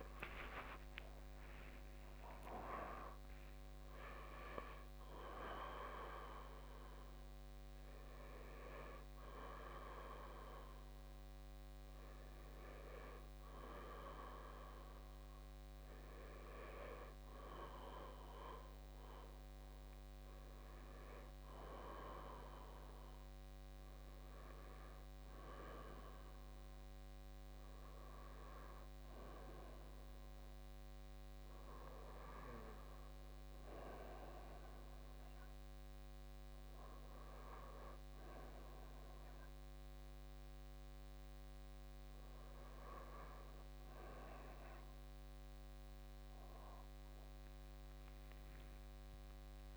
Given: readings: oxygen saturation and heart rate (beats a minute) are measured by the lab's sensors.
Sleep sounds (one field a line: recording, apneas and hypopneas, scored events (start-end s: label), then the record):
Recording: breathing in sleep by a microphone on the trachea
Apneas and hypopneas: none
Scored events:
15.50-24.50 s: oxygen desaturation (device-marked, oxygen 97% before, 94% lowest, heart rate 70 before, 59 extreme)
From the record:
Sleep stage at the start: N1 (lightest sleep)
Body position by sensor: on the right side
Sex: male